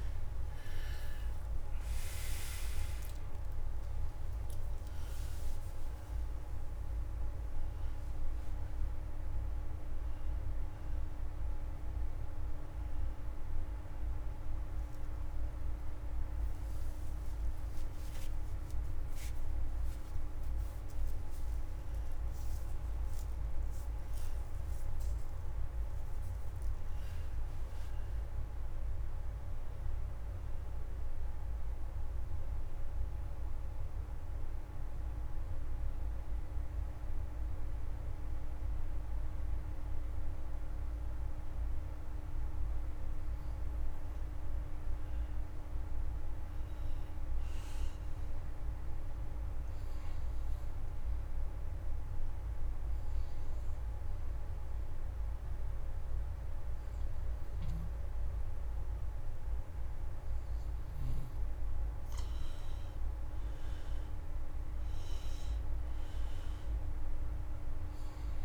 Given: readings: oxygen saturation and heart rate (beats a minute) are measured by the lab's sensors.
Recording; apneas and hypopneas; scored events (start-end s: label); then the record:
a person partly awake in a sleep study, hard to hear, by a room microphone; 2
0.00-2.00 s: snoring (device-marked)
0.00-28.50 s: oxygen desaturation (device-marked, oxygen 84% lowest)
0.50-30.50 s: new sleep stage, awake
30.50-68.45 s: new sleep stage, N2 (light sleep)
32.50-43.50 s: mixed apnea (oxygen 96% before, 86% lowest)
45.50-48.50 s: arousal
51.50-61.50 s: obstructive apnea (oxygen 96% before, 86% lowest)
53.50-62.50 s: oxygen desaturation (device-marked, oxygen 95% before, 90% lowest)
63.00-66.00 s: arousal
From the record:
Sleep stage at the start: N2 (light sleep); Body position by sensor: on the back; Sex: male